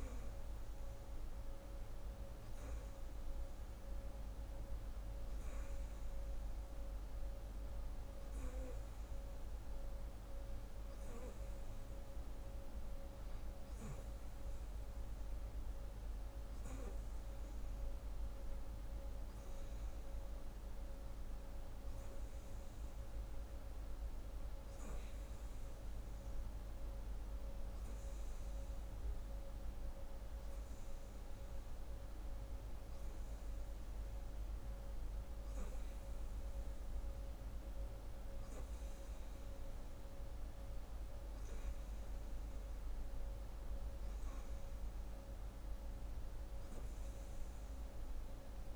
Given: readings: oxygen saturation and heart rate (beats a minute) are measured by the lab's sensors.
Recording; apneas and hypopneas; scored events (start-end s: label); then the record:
breathing in sleep, hard to hear, by a room microphone; none
none scored
From the record:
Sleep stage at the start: N2 (light sleep); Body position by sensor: on the right side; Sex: female